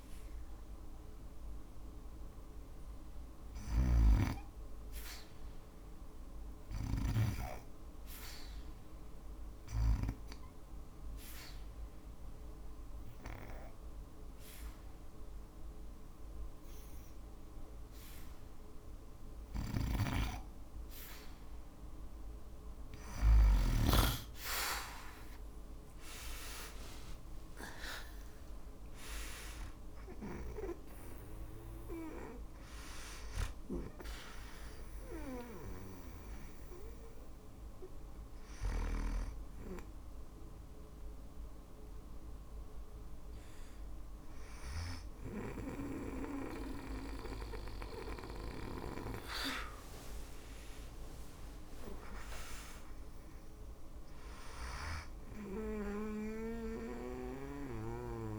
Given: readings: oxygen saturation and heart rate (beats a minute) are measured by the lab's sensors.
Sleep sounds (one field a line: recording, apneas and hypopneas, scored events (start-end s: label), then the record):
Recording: breathing in sleep by a room microphone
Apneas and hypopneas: 1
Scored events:
0.00-9.50 s: oxygen desaturation (device-marked, oxygen 88% lowest, heart rate 60 extreme)
2.50-6.50 s: snoring (device-marked)
9.00-19.00 s: obstructive apnea (oxygen 95% before, 83% lowest, heart rate 60 before, 59 extreme, up 3 after)
17.50-27.50 s: oxygen desaturation (device-marked, oxygen 91% before, 84% lowest, heart rate 61 before, 58 extreme)
18.50-23.00 s: snoring (device-marked)
23.50-27.50 s: arousal
29.50-51.50 s: oxygen desaturation (device-marked, oxygen 90% before, 83% lowest, heart rate 62 before, 56 extreme)
49.00-53.00 s: arousal
From the record:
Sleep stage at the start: N2 (light sleep)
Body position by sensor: on the back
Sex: female